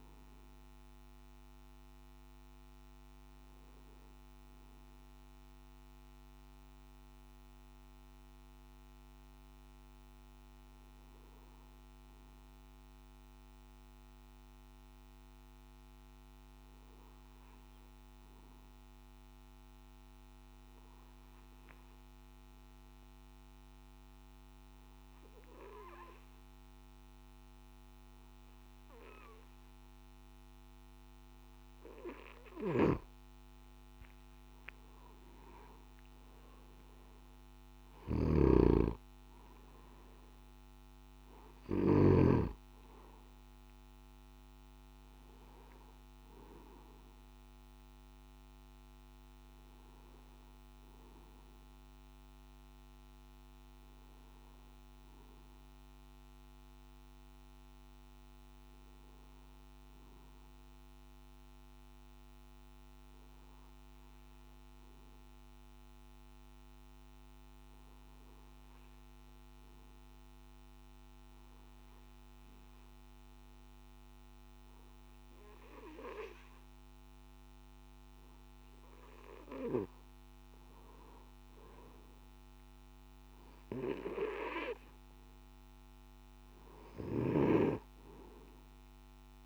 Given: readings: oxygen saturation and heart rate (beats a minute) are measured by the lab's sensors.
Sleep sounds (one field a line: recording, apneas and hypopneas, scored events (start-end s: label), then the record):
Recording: breathing in sleep by a microphone on the trachea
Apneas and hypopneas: 2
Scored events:
0.00-2.50 s: oxygen desaturation (device-marked, oxygen 92% lowest, heart rate 51 extreme)
5.50-31.50 s: obstructive apnea (oxygen 97% before, 91% lowest, heart rate 56 before, 52 extreme, up 4 after)
33.50-64.50 s: oxygen desaturation (device-marked, oxygen 98% before, 91% lowest, heart rate 56 before, 52 extreme)
37.50-42.00 s: snoring (device-marked)
61.00-79.50 s: obstructive apnea (oxygen 97% before, 93% lowest, heart rate 54 before, 52 extreme, up 4 after)
80.50-89.45 s: oxygen desaturation (device-marked, oxygen 98% before, 93% lowest, heart rate 56 before, 52 extreme)
From the record:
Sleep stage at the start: N3 (deep sleep)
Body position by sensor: on the back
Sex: male